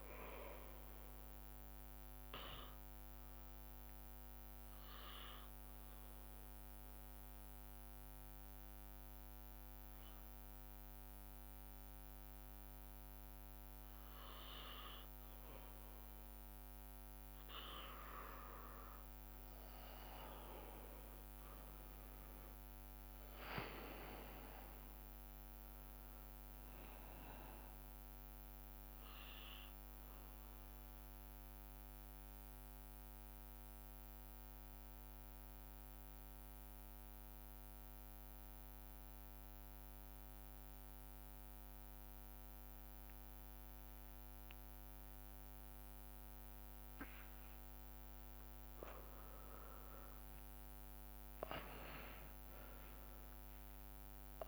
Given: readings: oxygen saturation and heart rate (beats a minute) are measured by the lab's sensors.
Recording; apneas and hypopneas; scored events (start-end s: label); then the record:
breathing in sleep by a microphone on the trachea; 2
0.00-10.00 s: oxygen desaturation (device-marked, oxygen 94% lowest)
2.50-17.50 s: obstructive apnea (oxygen 100% before, 91% lowest)
23.00-26.50 s: arousal
29.00-45.00 s: oxygen desaturation (device-marked, oxygen 97% before, 93% lowest)
30.00-47.00 s: mixed apnea (oxygen 97% before, 90% lowest)
50.50-54.48 s: arousal
From the record:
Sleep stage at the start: N2 (light sleep); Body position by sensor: on the back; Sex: male